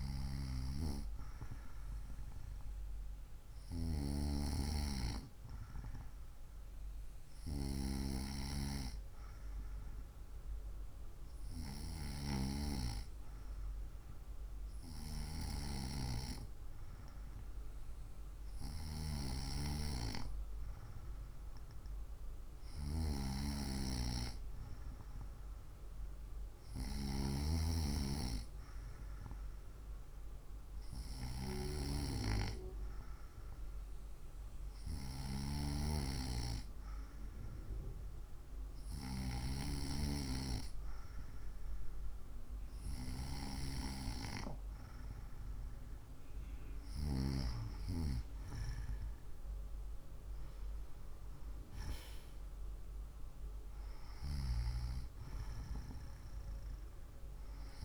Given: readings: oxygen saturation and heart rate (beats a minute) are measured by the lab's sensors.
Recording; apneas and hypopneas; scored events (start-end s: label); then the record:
breathing in sleep by a room microphone; none
none scored
From the record:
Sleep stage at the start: N2 (light sleep); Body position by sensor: on the right side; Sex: female